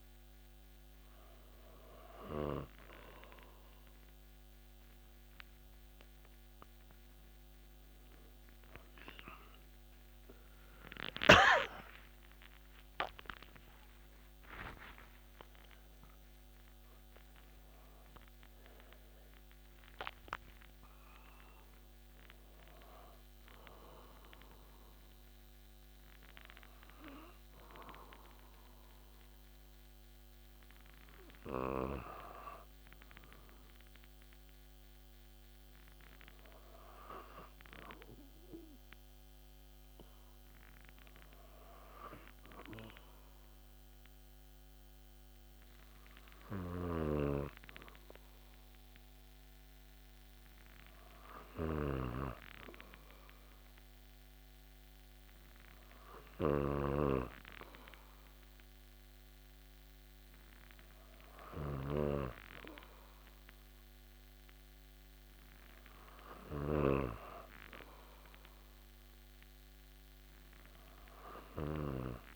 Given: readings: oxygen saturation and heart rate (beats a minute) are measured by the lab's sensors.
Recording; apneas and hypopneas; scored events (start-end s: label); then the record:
breathing in sleep by a microphone on the trachea; none
11.50-16.50 s: arousal
46.50-72.36 s: snoring (device-marked)
From the record:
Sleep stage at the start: N2 (light sleep); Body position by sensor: on the back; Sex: male